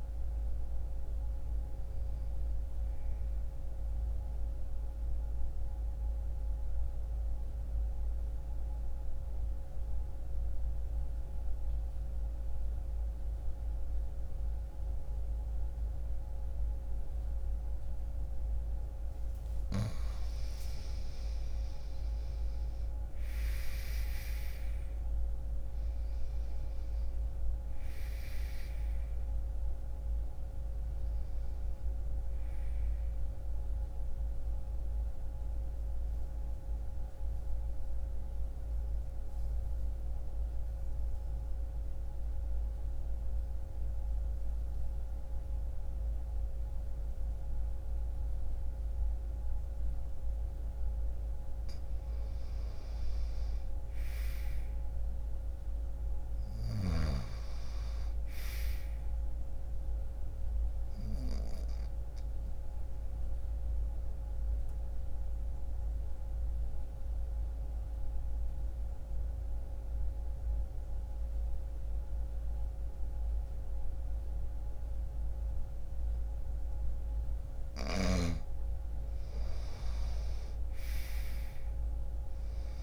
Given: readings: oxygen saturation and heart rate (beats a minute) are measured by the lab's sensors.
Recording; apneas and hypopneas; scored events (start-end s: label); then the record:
breathing in sleep, hard to hear, by a room microphone; 3
0.00-12.00 s: oxygen desaturation (device-marked, oxygen 89% lowest, heart rate 60 extreme)
4.00-19.00 s: mixed apnea (oxygen 97% before, 88% lowest, heart rate 63 before, 60 extreme, up 21 after)
21.00-25.50 s: arousal
28.00-48.00 s: oxygen desaturation (device-marked, oxygen 97% before, 88% lowest, heart rate 70 before, 59 extreme)
33.50-49.50 s: obstructive apnea (oxygen 97% before, 86% lowest, heart rate 69 before, 59 extreme, up 3 after)
51.00-54.50 s: arousal
60.50-77.50 s: obstructive apnea (oxygen 97% before, 86% lowest, heart rate 61 before, 59 extreme, up 2 after)
62.00-79.00 s: oxygen desaturation (device-marked, oxygen 97% before, 89% lowest, heart rate 61 before, 59 extreme)
80.50-82.83 s: arousal
81.00-82.83 s: oxygen desaturation (device-marked, oxygen 95% before, 86% lowest, heart rate 63 before, 59 extreme)
From the record:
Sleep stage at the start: N2 (light sleep); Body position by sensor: on the right side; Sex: male